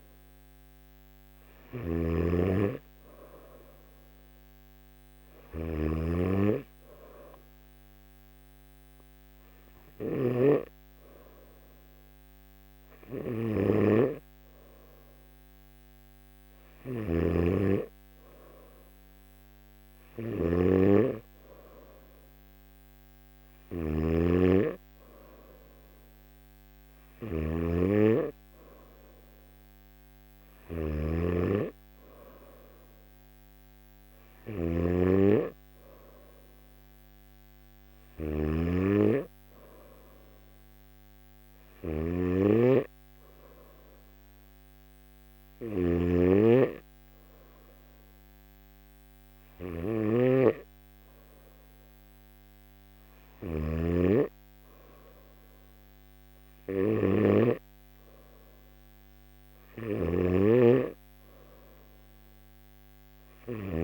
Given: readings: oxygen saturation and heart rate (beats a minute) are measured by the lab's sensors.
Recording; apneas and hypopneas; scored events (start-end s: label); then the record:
breathing in sleep by a microphone on the trachea; none
0.00-10.00 s: snoring (device-marked)
16.50-53.50 s: snoring (device-marked)
59.50-63.83 s: snoring (device-marked)
From the record:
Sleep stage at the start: N2 (light sleep); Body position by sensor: on the back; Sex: male